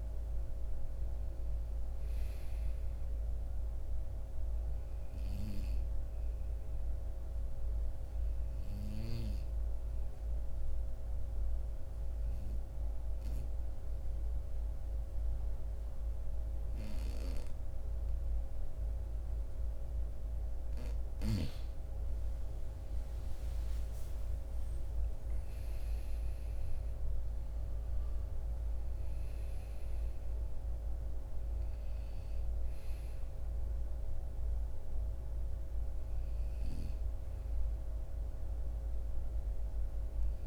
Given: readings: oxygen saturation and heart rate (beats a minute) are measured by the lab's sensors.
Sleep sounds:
breathing in sleep, hard to hear, by a room microphone; 1
0.00-9.00 s: oxygen desaturation (device-marked, oxygen 91% lowest, heart rate 56 extreme)
6.50-21.00 s: obstructive apnea (oxygen 95% before, 89% lowest, heart rate 60 before, 51 extreme, up 12 after)
22.50-26.00 s: arousal
34.00-40.47 s: oxygen desaturation (device-marked, oxygen 95% before, 89% lowest, heart rate 61 before, 51 extreme)
From the record:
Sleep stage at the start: N2 (light sleep); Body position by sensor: on the right side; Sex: male

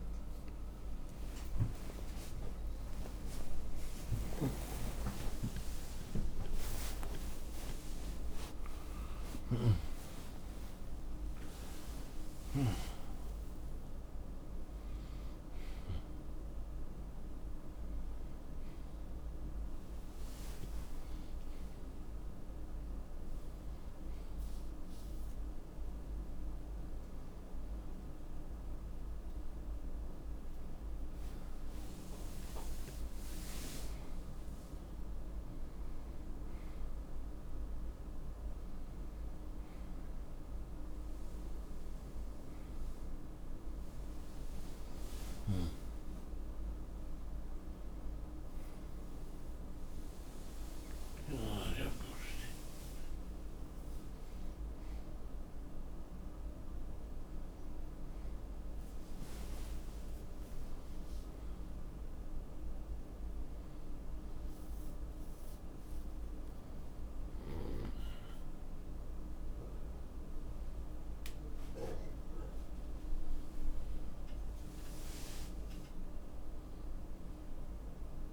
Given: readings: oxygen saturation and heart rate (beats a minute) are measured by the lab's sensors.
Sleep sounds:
a person awake in a sleep study, by a room microphone; none
15.00-20.00 s: oxygen desaturation (device-marked, oxygen 93% before, 90% lowest, heart rate 104 before, 70 extreme)
From the record:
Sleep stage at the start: awake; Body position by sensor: on the right side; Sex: male

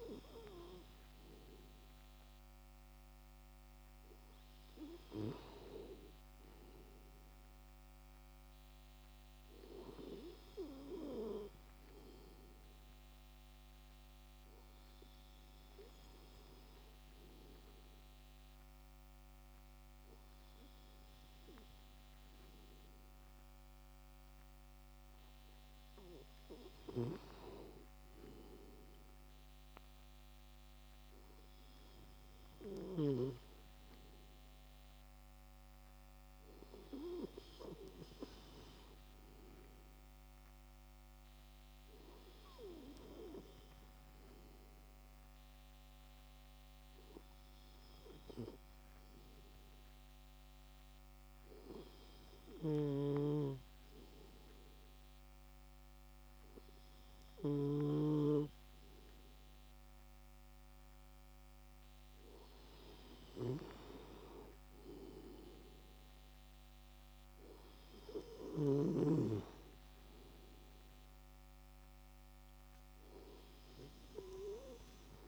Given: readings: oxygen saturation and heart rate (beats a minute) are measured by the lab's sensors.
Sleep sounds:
breathing in sleep by a microphone on the trachea; 2
9.50-23.00 s: obstructive apnea (oxygen 96% before, 95% lowest)
24.00-28.50 s: arousal
41.00-61.50 s: obstructive apnea (oxygen 96% before, 95% lowest)
63.50-68.50 s: arousal
From the record:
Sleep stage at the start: N2 (light sleep); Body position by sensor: on the left side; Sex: male

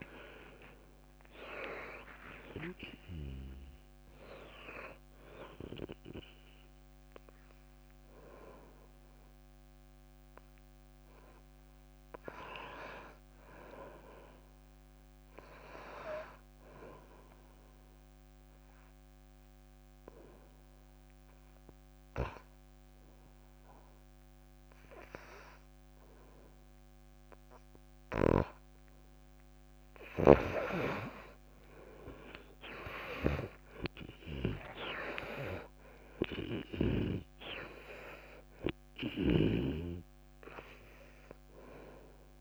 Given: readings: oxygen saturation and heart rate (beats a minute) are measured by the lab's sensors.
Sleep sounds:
breathing in sleep by a microphone on the trachea; 1
0.00-8.50 s: oxygen desaturation (device-marked, oxygen 72% lowest)
18.00-30.50 s: obstructive apnea (oxygen 99% before, 84% lowest)
29.50-42.41 s: oxygen desaturation (device-marked, oxygen 97% before, 84% lowest)
30.00-32.00 s: long interval between heartbeats (device-marked)
31.50-35.50 s: arousal
From the record:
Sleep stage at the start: N2 (light sleep); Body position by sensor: on the back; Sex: female

